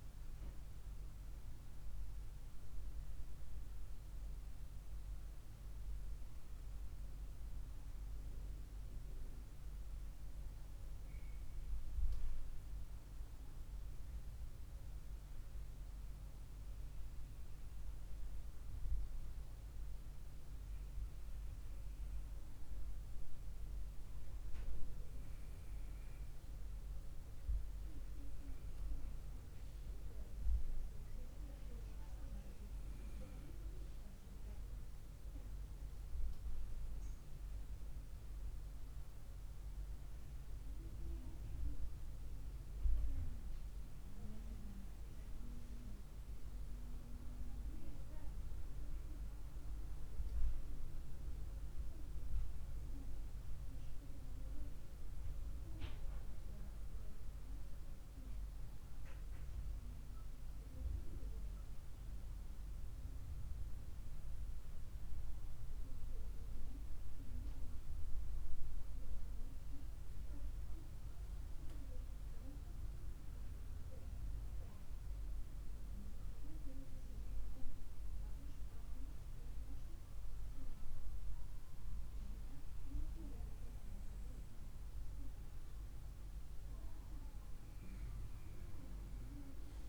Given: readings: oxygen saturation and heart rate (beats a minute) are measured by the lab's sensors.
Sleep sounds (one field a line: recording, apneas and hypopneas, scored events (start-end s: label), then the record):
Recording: a person awake in a sleep study, by a room microphone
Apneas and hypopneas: none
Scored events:
none scored
From the record:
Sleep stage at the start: awake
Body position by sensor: on the right side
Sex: female